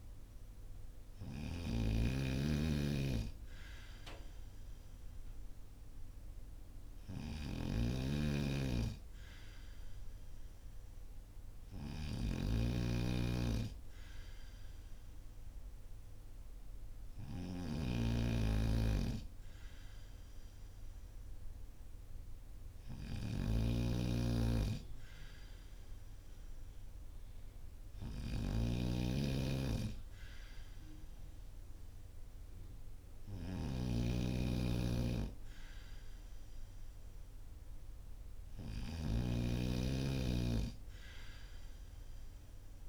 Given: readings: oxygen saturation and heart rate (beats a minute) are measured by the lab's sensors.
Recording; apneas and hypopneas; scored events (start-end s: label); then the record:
breathing in sleep by a room microphone; none
0.00-42.89 s: snoring (device-marked)
From the record:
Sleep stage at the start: N2 (light sleep); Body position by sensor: on the right side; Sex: male